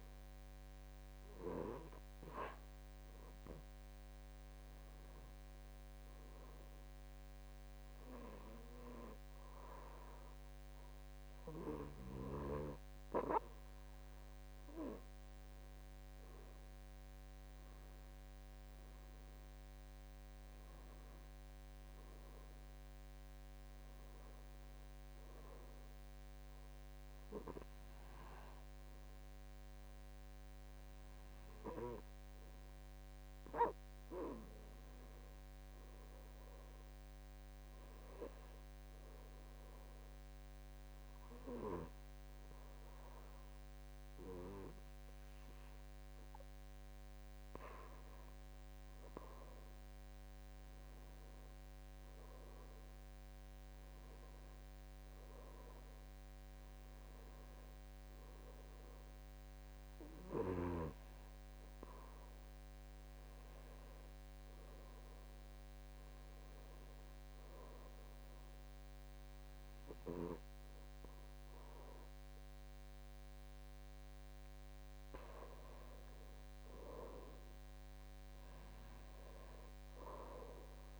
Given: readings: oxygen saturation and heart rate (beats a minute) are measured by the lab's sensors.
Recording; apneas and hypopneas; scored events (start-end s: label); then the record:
breathing in sleep by a microphone on the trachea; 1
16.00-20.50 s: arousal
39.50-49.50 s: obstructive apnea (oxygen 95% before, 93% lowest, heart rate 56 before, 56 extreme, up 1 after)
52.00-56.00 s: arousal
From the record:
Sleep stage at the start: N2 (light sleep); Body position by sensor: on the back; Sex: male